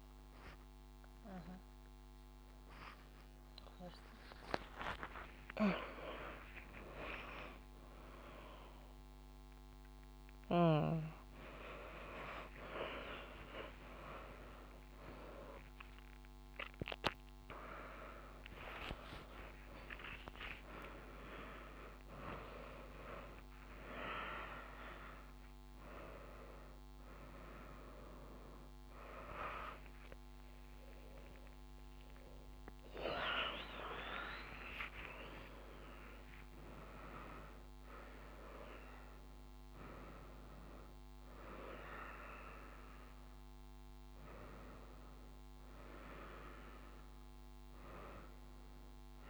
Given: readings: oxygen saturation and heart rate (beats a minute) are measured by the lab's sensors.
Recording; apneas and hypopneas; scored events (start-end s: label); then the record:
a person awake in a sleep study, by a microphone on the trachea; none
none scored
From the record:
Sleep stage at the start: awake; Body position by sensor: on the front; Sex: female